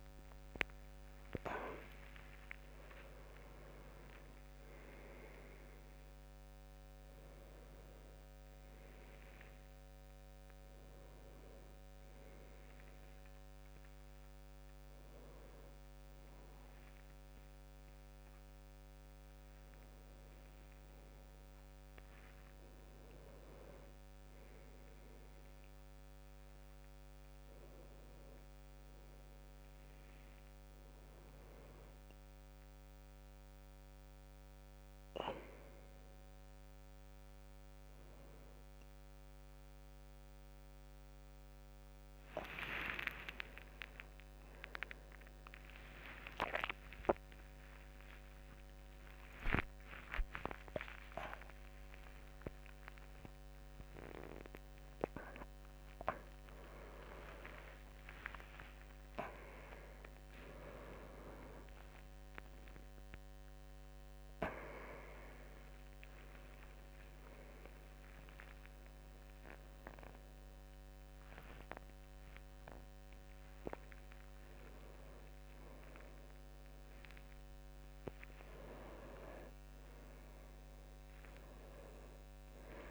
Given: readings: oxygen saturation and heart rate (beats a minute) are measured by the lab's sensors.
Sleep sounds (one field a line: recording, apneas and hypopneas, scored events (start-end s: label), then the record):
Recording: a person awake in a sleep study, by a microphone on the trachea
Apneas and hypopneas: none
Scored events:
none scored
From the record:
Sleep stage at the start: awake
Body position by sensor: on the right side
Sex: male